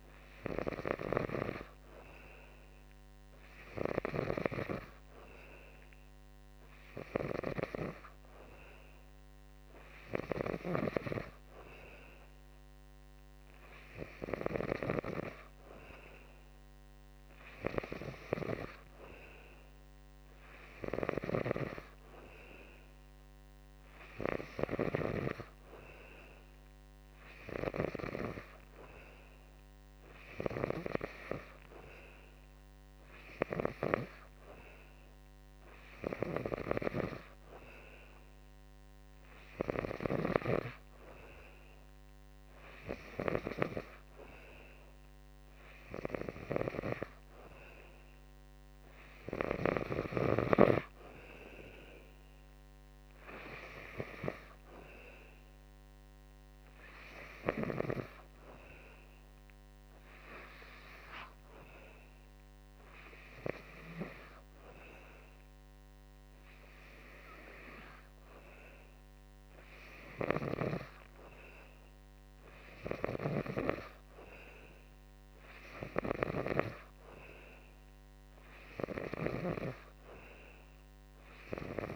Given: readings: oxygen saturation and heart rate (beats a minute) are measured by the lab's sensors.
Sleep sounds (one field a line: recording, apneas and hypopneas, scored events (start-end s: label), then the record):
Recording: breathing in sleep by a microphone on the trachea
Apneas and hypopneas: none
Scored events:
none scored
From the record:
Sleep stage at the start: N2 (light sleep)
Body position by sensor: on the back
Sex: male